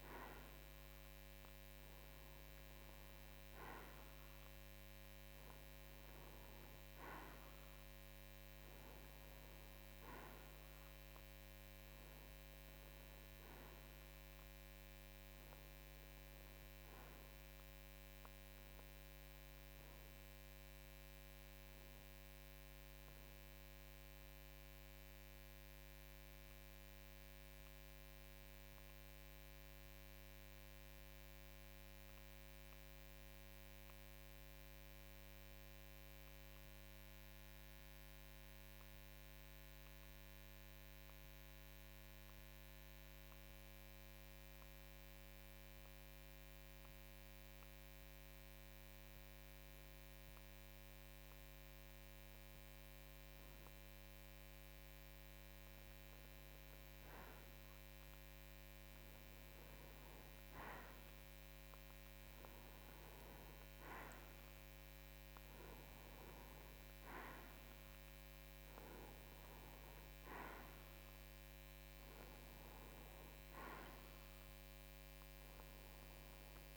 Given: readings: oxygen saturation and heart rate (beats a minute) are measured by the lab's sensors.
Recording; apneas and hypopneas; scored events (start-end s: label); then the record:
breathing in sleep, hard to hear, by a microphone on the trachea; 1
7.50-15.50 s: oxygen desaturation (device-marked, oxygen 95% before, 93% lowest, heart rate 55 before, 52 extreme)
26.00-53.00 s: mixed apnea (oxygen 95% before, 91% lowest, heart rate 55 before, 52 extreme, up 3 after)
56.00-60.00 s: arousal
From the record:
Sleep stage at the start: N2 (light sleep); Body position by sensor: on the right side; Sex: male